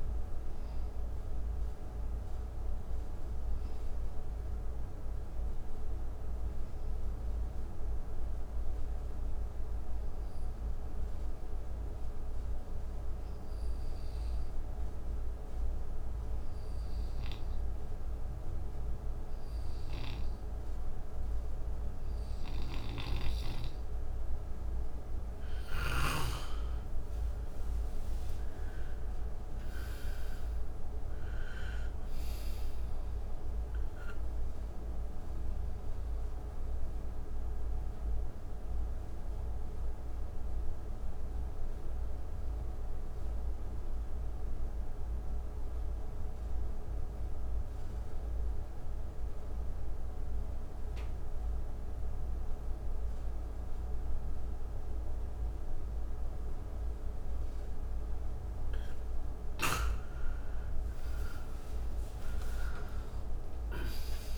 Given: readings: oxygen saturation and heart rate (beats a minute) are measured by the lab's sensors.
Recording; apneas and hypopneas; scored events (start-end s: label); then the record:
breathing in sleep, hard to hear, by a room microphone; 2
0.00-10.50 s: oxygen desaturation (device-marked, oxygen 80% lowest, heart rate 63 extreme)
3.00-25.50 s: obstructive apnea (oxygen 98% before, 80% lowest, heart rate 87 before, 65 extreme, up 9 after)
23.50-44.50 s: oxygen desaturation (device-marked, oxygen 98% before, 87% lowest, heart rate 67 before, 66 extreme)
26.50-31.00 s: arousal
36.00-59.50 s: obstructive apnea (oxygen 98% before, 81% lowest, heart rate 71 before, 63 extreme, up 14 after)
56.50-64.38 s: oxygen desaturation (device-marked, oxygen 97% before, 81% lowest, heart rate 69 before, 63 extreme)
61.50-64.38 s: arousal
From the record:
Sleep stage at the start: N2 (light sleep); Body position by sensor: on the back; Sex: male